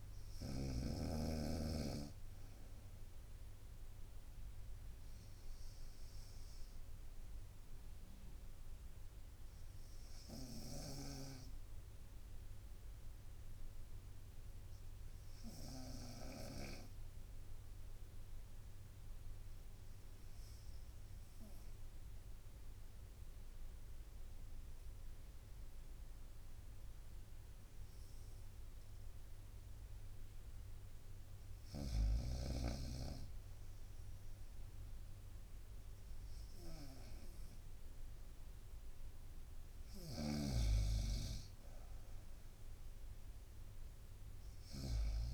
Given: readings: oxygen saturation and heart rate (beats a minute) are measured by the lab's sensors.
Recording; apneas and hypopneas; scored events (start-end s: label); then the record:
breathing in sleep by a room microphone; 1
0.00-3.00 s: arousal
1.00-12.00 s: bradycardia (device-marked, heart rate 63 before, 57 extreme)
8.00-30.00 s: obstructive apnea (oxygen 97% before, 88% lowest, heart rate 60 before, 53 extreme)
27.00-45.34 s: bradycardia (device-marked, heart rate 63 before, 53 extreme)
32.50-36.50 s: arousal
From the record:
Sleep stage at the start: N2 (light sleep); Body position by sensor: on the right side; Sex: female